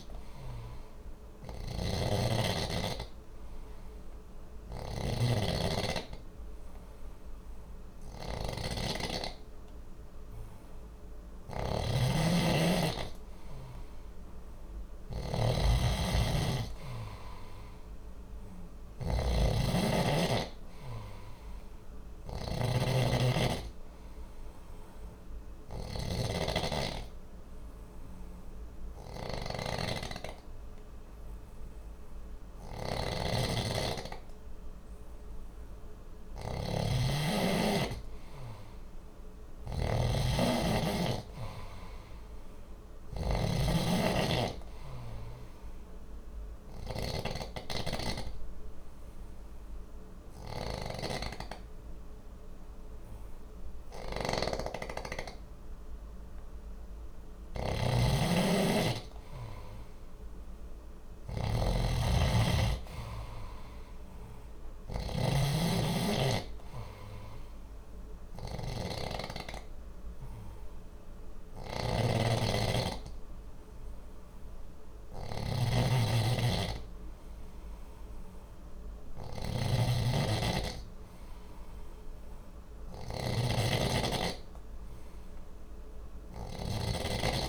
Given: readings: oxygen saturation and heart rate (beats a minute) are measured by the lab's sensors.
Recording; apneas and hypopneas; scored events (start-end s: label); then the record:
breathing in sleep by a room microphone; 3
0.00-15.50 s: oxygen desaturation (device-marked, oxygen 91% lowest, heart rate 60 extreme)
0.00-87.49 s: snoring (device-marked)
24.00-35.50 s: obstructive apnea (oxygen 95% before, 92% lowest, heart rate 60 before, 60 extreme, up 0 after)
38.50-41.50 s: arousal
45.50-57.00 s: obstructive apnea (oxygen 95% before, 92% lowest, heart rate 60 before, 59 extreme, up 3 after)
60.00-63.50 s: arousal
67.00-79.50 s: obstructive apnea (oxygen 95% before, 92% lowest, heart rate 61 before, 60 extreme, up 0 after)
83.00-87.00 s: arousal
From the record:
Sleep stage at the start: N2 (light sleep); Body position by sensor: on the left side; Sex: male